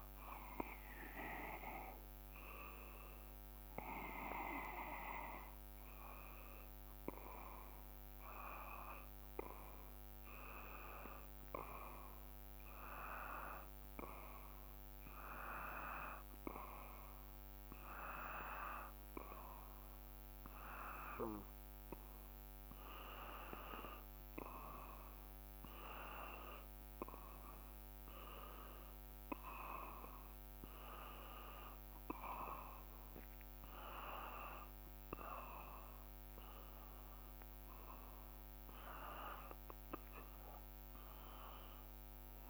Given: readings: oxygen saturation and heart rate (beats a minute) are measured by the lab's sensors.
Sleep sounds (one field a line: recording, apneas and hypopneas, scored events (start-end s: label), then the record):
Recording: breathing in sleep by a microphone on the trachea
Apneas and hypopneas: none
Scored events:
3.00-42.50 s: new sleep stage, N2 (light sleep)
From the record:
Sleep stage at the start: N1 (lightest sleep)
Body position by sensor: on the back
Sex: male